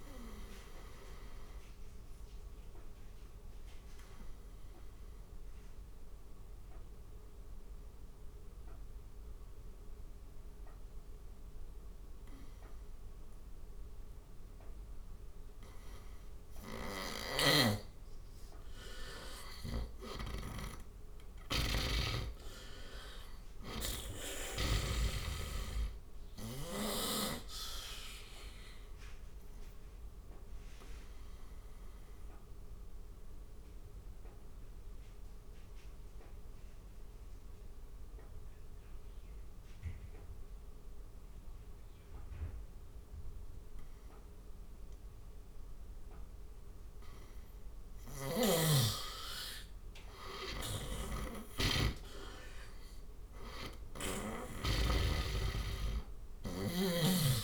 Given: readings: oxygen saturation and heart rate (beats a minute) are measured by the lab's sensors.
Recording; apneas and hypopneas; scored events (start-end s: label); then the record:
breathing in sleep by a room microphone; 2
1.50-16.50 s: obstructive apnea (oxygen 98% before, 88% lowest, heart rate 75 before, 73 extreme, up 8 after)
11.00-23.00 s: oxygen desaturation (device-marked, oxygen 94% before, 90% lowest, heart rate 77 before, 72 extreme)
16.50-23.50 s: snoring (device-marked)
19.00-22.00 s: arousal
28.50-47.50 s: obstructive apnea (oxygen 97% before, 88% lowest, heart rate 77 before, 71 extreme, up 8 after)
38.00-52.00 s: oxygen desaturation (device-marked, oxygen 96% before, 89% lowest, heart rate 79 before, 71 extreme)
49.50-53.00 s: arousal
50.00-56.50 s: snoring (device-marked)
54.00-57.44 s: oxygen desaturation (device-marked, oxygen 97% before, 88% lowest, heart rate 74 before, 70 extreme)
From the record:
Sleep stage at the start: N2 (light sleep); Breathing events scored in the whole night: 366 in 3.5 hours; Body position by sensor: on the right side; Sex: male